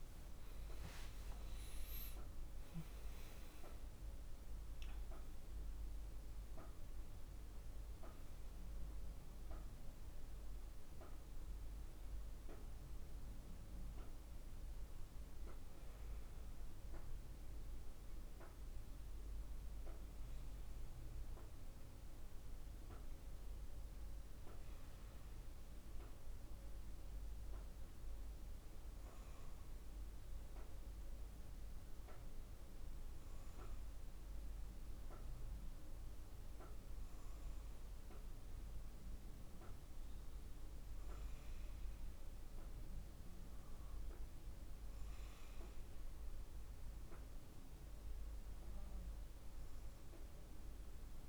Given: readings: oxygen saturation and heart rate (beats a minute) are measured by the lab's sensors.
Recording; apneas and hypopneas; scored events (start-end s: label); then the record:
breathing in sleep, hard to hear, by a room microphone; none
0.00-3.00 s: arousal
1.00-8.00 s: oxygen desaturation (device-marked, oxygen 96% before, 88% lowest, heart rate 61 before, 56 extreme)
From the record:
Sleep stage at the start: REM sleep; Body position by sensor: on the back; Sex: female